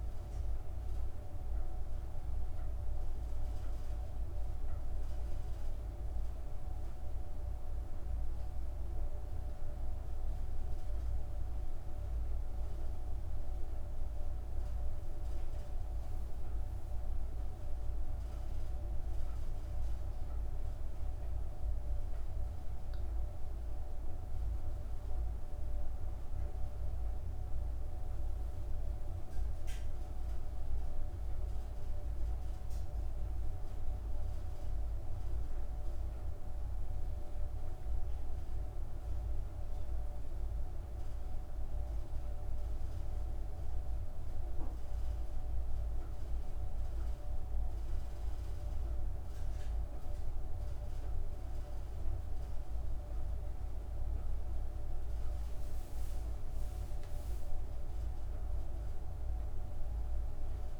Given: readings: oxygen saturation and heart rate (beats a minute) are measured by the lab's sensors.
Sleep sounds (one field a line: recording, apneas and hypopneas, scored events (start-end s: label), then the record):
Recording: breathing in sleep, hard to hear, by a room microphone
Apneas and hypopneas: 1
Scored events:
1.50-15.50 s: obstructive apnea (oxygen 98% before, 95% lowest)
17.50-22.00 s: arousal
From the record:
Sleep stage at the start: N2 (light sleep)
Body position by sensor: on the back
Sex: female